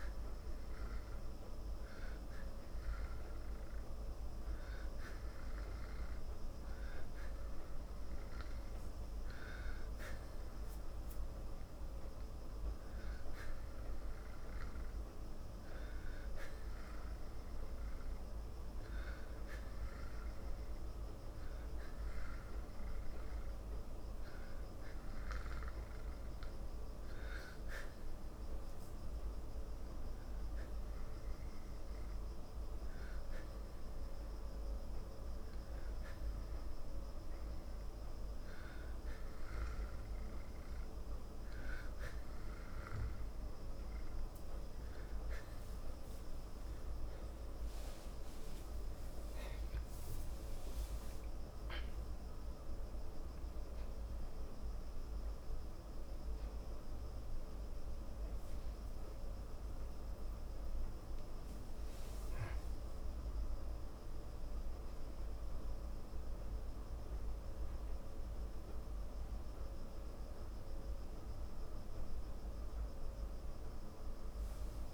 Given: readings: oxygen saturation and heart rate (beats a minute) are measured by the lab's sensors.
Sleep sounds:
breathing in sleep, hard to hear, by a room microphone; 1
28.00-41.50 s: obstructive apnea (oxygen 94% before, 92% lowest, heart rate 56 before, 55 extreme)
47.00-51.50 s: arousal
From the record:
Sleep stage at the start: N2 (light sleep); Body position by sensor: on the back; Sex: male

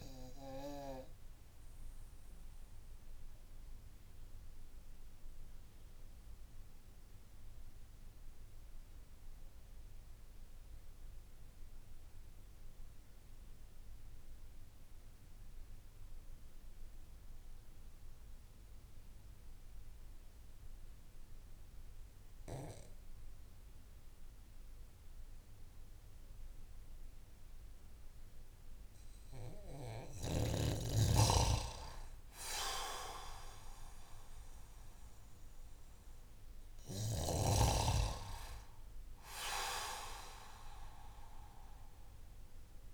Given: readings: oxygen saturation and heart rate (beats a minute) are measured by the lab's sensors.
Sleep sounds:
breathing in sleep by a room microphone; 1
1.50-30.00 s: mixed apnea (oxygen 94% before, 90% lowest)
32.00-36.00 s: arousal
38.00-42.94 s: new sleep stage, REM sleep
From the record:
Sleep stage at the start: N2 (light sleep); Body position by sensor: on the back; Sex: male

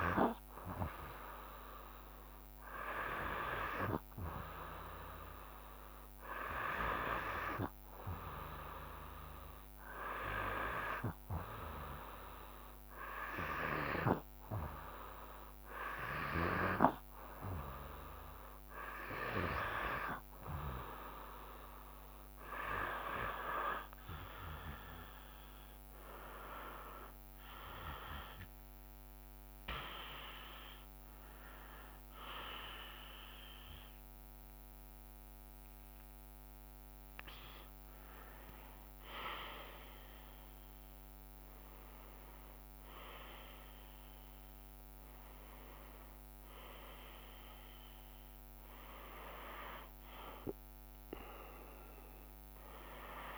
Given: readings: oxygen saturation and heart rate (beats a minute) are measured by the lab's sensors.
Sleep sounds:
breathing in sleep by a microphone on the trachea; 1
4.00-7.50 s: arousal
10.50-20.50 s: hypopnea (oxygen 96% before, 93% lowest, heart rate 73 before, 65 extreme, up 16 after)
25.00-37.00 s: drop in pulse transit time (device-marked, heart rate 70 before, 73 extreme)
28.00-34.00 s: arousal
From the record:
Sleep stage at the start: N2 (light sleep); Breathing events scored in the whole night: 211 in 5.0 hours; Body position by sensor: on the back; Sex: female

